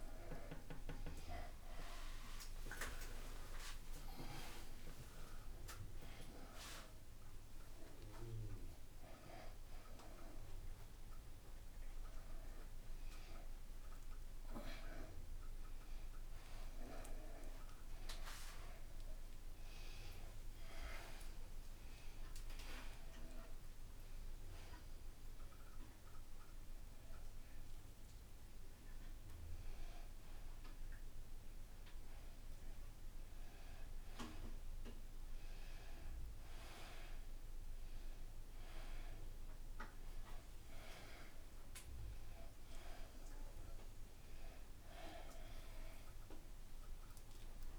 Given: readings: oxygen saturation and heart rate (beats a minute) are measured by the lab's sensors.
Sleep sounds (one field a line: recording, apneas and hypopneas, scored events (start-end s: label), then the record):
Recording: a person awake in a sleep study, by a room microphone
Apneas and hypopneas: none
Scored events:
none scored
From the record:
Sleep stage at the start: awake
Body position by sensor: on the front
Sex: male